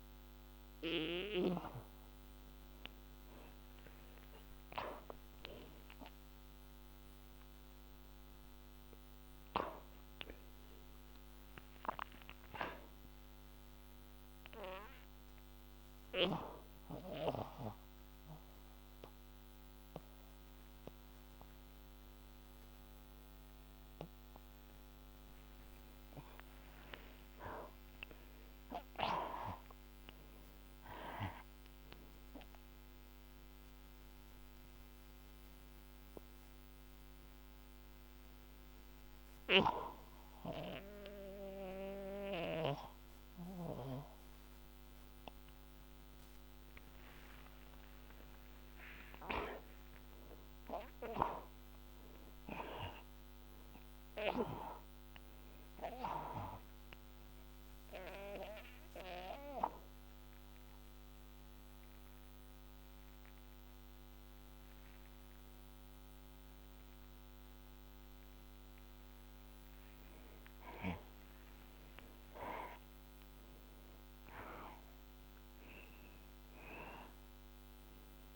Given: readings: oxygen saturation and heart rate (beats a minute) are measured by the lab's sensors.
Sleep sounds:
breathing in sleep by a microphone on the trachea; 3
0.00-9.00 s: oxygen desaturation (device-marked, oxygen 86% lowest, heart rate 55 extreme)
8.50-12.00 s: arousal
14.50-24.50 s: obstructive apnea (oxygen 94% before, 75% lowest, heart rate 101 before, 55 extreme, up 21 after)
16.00-25.00 s: oxygen desaturation (device-marked, oxygen 88% before, 85% lowest, heart rate 96 before, 55 extreme)
26.00-30.50 s: arousal
33.50-47.00 s: mixed apnea (oxygen 89% before, 75% lowest, heart rate 64 before, 64 extreme)
34.00-49.00 s: oxygen desaturation (device-marked, oxygen 89% before, 75% lowest, heart rate 65 before, 64 extreme)
49.00-52.50 s: arousal
58.00-69.50 s: obstructive apnea (oxygen 93% before, 74% lowest, heart rate 95 before, 59 extreme)
61.00-71.00 s: oxygen desaturation (device-marked, oxygen 93% before, 80% lowest, heart rate 107 before, 59 extreme)
70.50-75.00 s: arousal
From the record:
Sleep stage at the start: N2 (light sleep); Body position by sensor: on the back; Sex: male

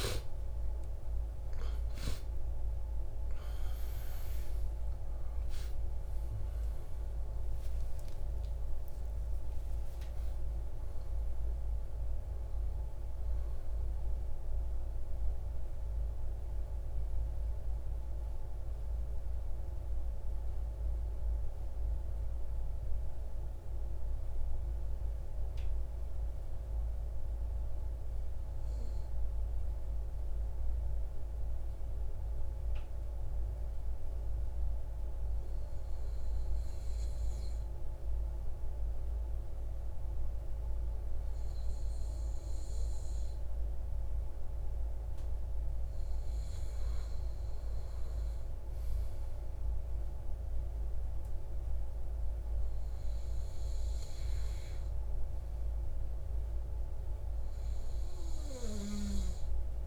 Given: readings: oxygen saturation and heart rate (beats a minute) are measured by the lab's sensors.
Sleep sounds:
breathing in sleep, hard to hear, by a room microphone; 1
0.00-1.50 s: arousal
16.50-45.00 s: mixed apnea (oxygen 97% before, 96% lowest, heart rate 152 before, 54 extreme, up 20 after)
47.50-51.50 s: arousal
From the record:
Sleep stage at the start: N2 (light sleep); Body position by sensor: on the right side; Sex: male

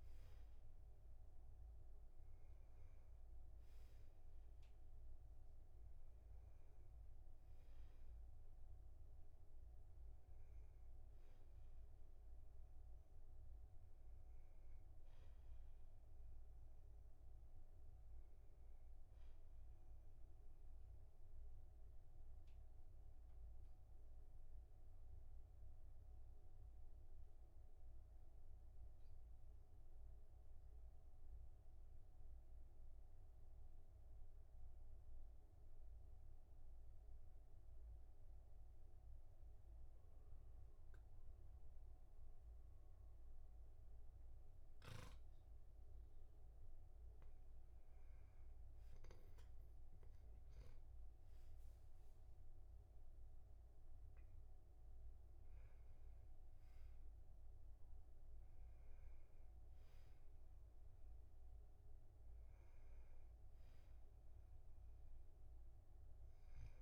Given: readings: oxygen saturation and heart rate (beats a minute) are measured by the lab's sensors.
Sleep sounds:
breathing in sleep, hard to hear, by a room microphone; 1
20.00-46.00 s: obstructive apnea (oxygen 99% before, 96% lowest, heart rate 48 before, 38 extreme, up 6 after)
48.00-53.50 s: arousal
From the record:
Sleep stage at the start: N2 (light sleep); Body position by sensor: on the back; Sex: male

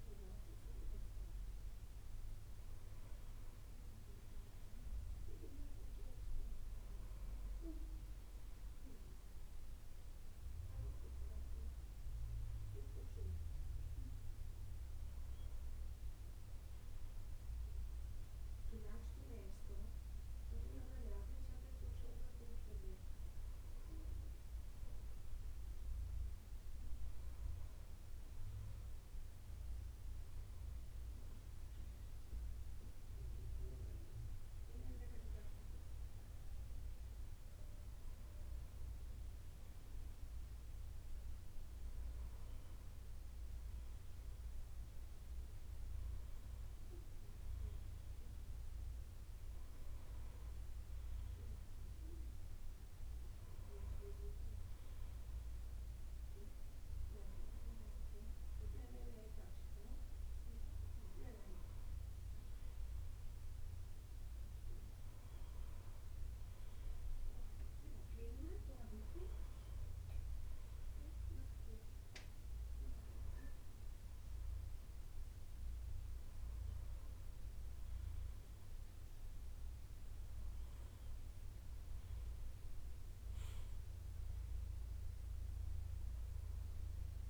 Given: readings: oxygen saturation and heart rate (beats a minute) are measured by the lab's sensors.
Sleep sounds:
a person awake in a sleep study, by a room microphone; none
none scored
From the record:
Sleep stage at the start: awake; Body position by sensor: on the back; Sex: male

